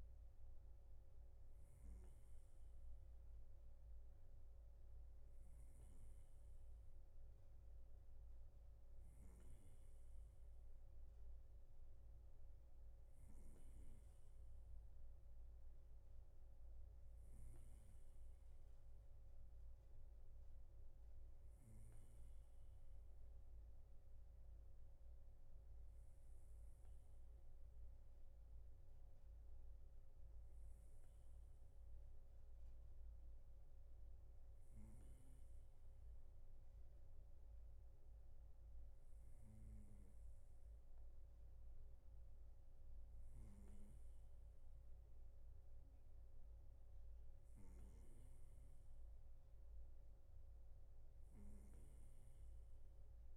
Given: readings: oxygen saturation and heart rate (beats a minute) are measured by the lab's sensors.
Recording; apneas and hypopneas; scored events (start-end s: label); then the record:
breathing in sleep, hard to hear, by a room microphone; none
none scored
From the record:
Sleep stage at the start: N3 (deep sleep); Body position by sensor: on the right side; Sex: male